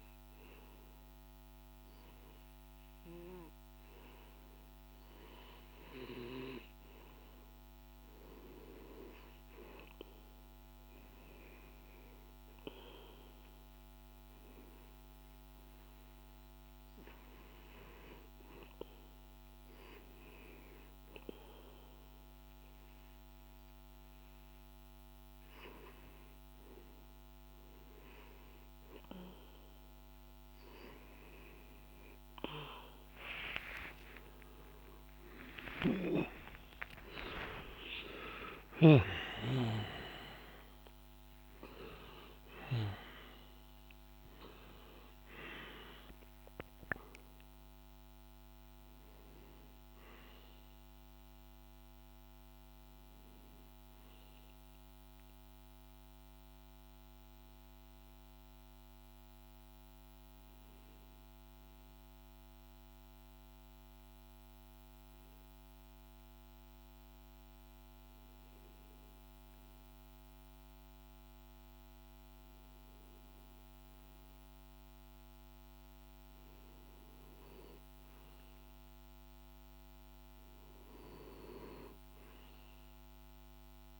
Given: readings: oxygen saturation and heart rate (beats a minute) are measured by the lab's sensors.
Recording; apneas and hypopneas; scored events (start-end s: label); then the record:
breathing in sleep by a microphone on the trachea; 1
0.00-1.00 s: arousal
0.00-32.50 s: oxygen desaturation (device-marked, oxygen 90% lowest, heart rate 53 extreme)
32.00-37.00 s: arousal
59.00-71.50 s: hypopnea (oxygen 99% before, 93% lowest, heart rate 69 before, 49 extreme, up 0 after)
73.00-77.00 s: arousal
76.50-84.00 s: oxygen desaturation (device-marked, oxygen 100% before, 95% lowest, heart rate 54 before, 35 extreme)
From the record:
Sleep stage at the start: REM sleep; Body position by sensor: on the back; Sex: male